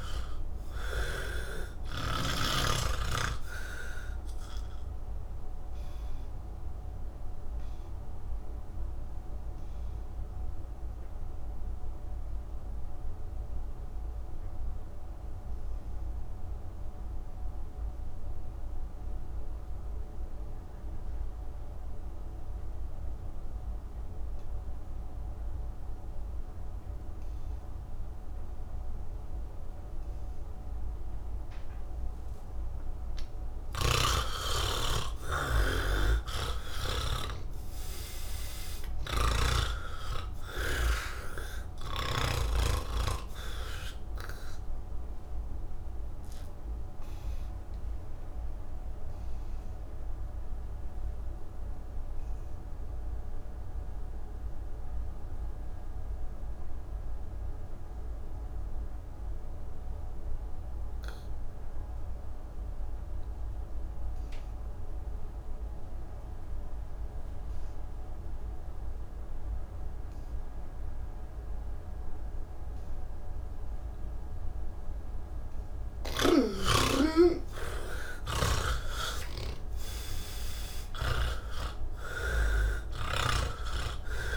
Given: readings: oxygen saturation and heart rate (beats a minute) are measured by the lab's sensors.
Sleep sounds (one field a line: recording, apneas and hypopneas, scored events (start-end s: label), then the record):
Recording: breathing in sleep by a room microphone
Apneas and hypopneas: 2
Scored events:
0.00-19.50 s: oxygen desaturation (device-marked, oxygen 80% lowest)
6.00-32.00 s: obstructive apnea (oxygen 98% before, 78% lowest)
25.50-57.50 s: oxygen desaturation (device-marked, oxygen 98% before, 78% lowest, heart rate 91 before, 28 extreme)
36.50-40.00 s: snoring (device-marked)
53.50-75.50 s: obstructive apnea (oxygen 98% before, 78% lowest, heart rate 94 before, 30 extreme, up 50 after)
68.50-84.37 s: oxygen desaturation (device-marked, oxygen 99% before, 79% lowest, heart rate 81 before, 30 extreme)
From the record:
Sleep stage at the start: N1 (lightest sleep)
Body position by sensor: on the back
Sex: male